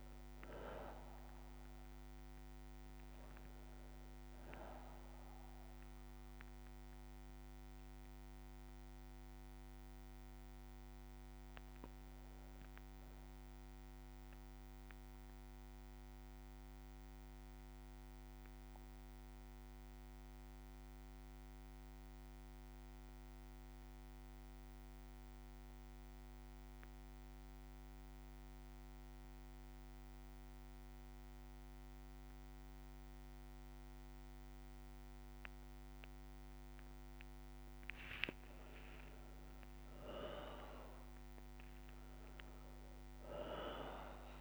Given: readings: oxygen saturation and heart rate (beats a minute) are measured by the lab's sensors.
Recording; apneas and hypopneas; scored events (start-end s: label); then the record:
breathing in sleep by a microphone on the trachea; 1
0.00-25.00 s: oxygen desaturation (device-marked, oxygen 93% lowest, heart rate 56 extreme)
4.00-34.00 s: bradycardia (device-marked, heart rate 61 before, 56 extreme)
16.50-36.00 s: obstructive apnea (oxygen 99% before, 93% lowest, heart rate 60 before, 55 extreme, up 24 after)
38.00-41.50 s: arousal
38.50-40.50 s: long interval between heartbeats (device-marked, heart rate 57 before, 77 extreme)
From the record:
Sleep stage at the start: N2 (light sleep); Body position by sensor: on the back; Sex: male